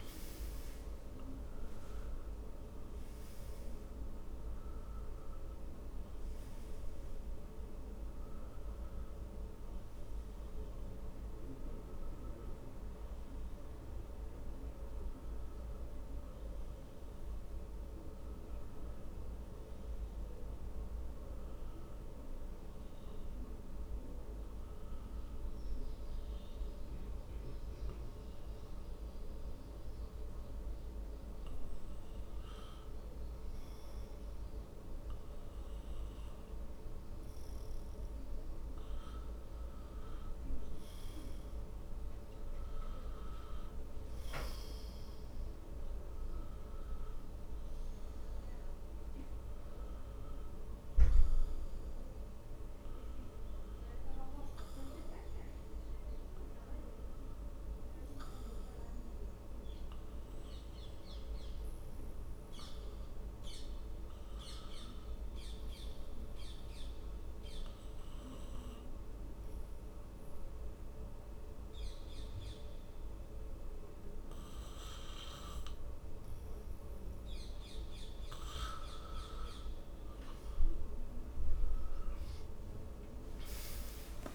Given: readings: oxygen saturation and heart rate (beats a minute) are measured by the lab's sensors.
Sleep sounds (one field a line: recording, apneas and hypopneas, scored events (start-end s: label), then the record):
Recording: breathing in sleep, hard to hear, by a room microphone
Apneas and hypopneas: 2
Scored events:
0.00-23.50 s: oxygen desaturation (device-marked, oxygen 87% lowest, heart rate 60 extreme)
25.50-39.50 s: hypopnea (oxygen 94% before, 87% lowest, heart rate 69 before, 62 extreme, up 4 after)
41.50-61.50 s: oxygen desaturation (device-marked, oxygen 94% before, 87% lowest, heart rate 62 before, 61 extreme)
42.00-46.50 s: arousal
66.50-78.50 s: obstructive apnea (oxygen 94% before, 86% lowest, heart rate 64 before, 62 extreme, up 13 after)
83.00-84.35 s: arousal
From the record:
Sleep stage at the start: N2 (light sleep)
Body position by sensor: on the back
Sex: male